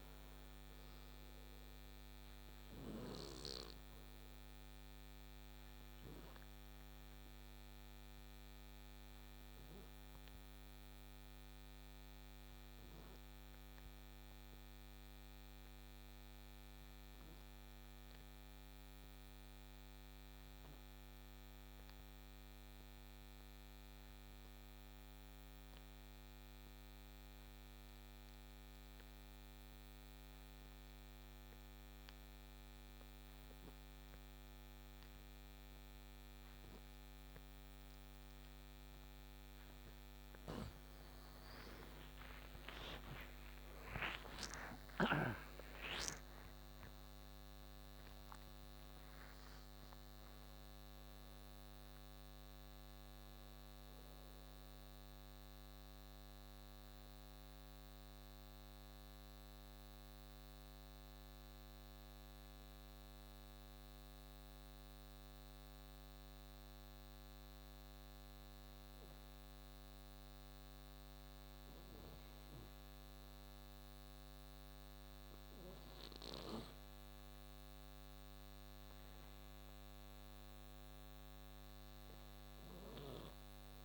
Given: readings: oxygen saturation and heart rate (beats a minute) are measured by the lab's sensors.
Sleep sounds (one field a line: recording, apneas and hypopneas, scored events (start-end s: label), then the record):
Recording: breathing in sleep by a microphone on the trachea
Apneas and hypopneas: 2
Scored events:
0.00-21.50 s: oxygen desaturation (device-marked, oxygen 88% lowest, heart rate 52 extreme)
8.50-39.00 s: obstructive apnea (oxygen 97% before, 84% lowest, heart rate 76 before, 53 extreme, up 47 after)
29.50-67.50 s: oxygen desaturation (device-marked, oxygen 98% before, 84% lowest, heart rate 58 before, 53 extreme)
40.00-43.50 s: snoring (device-marked)
40.50-46.50 s: arousal
55.50-72.00 s: obstructive apnea (oxygen 97% before, 84% lowest, heart rate 79 before, 53 extreme, up 5 after)
73.50-76.50 s: arousal
81.50-83.85 s: oxygen desaturation (device-marked, oxygen 99% before, 94% lowest, heart rate 58 before, 53 extreme)
From the record:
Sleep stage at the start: N2 (light sleep)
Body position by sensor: on the right side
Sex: male